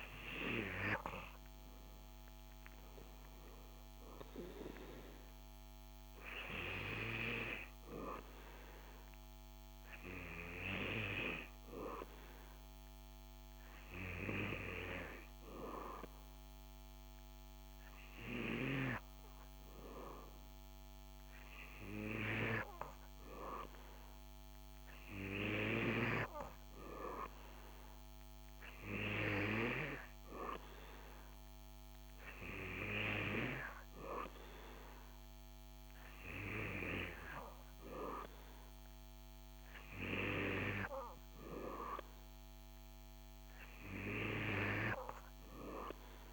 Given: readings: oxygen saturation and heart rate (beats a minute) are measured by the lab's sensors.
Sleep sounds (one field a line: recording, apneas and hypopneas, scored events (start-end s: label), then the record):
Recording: breathing in sleep by a microphone on the trachea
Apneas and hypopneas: none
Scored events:
none scored
From the record:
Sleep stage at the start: N3 (deep sleep)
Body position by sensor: on the back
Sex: male